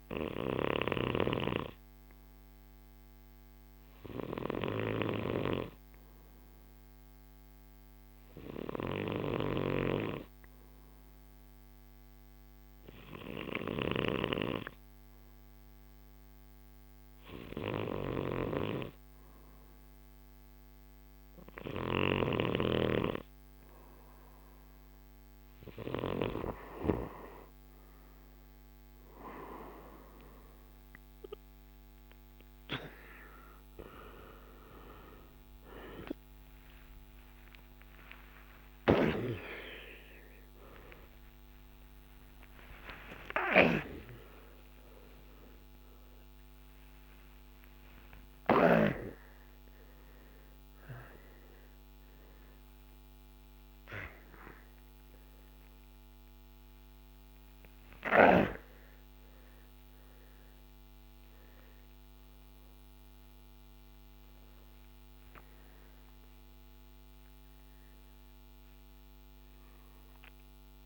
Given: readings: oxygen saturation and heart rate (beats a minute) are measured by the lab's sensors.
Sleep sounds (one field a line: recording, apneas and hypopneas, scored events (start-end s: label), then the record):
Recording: a person partly awake in a sleep study, by a microphone on the trachea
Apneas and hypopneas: none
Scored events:
9.00-14.00 s: snoring (device-marked)
37.50-45.50 s: tachycardia (device-marked, heart rate 56 before, 168 extreme)
38.00-40.00 s: long interval between heartbeats (device-marked, heart rate 59 before, 98 extreme)
43.00-45.00 s: long interval between heartbeats (device-marked, heart rate 73 before, 168 extreme)
45.50-70.85 s: new sleep stage, awake
From the record:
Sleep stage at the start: N2 (light sleep)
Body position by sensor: on the right side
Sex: male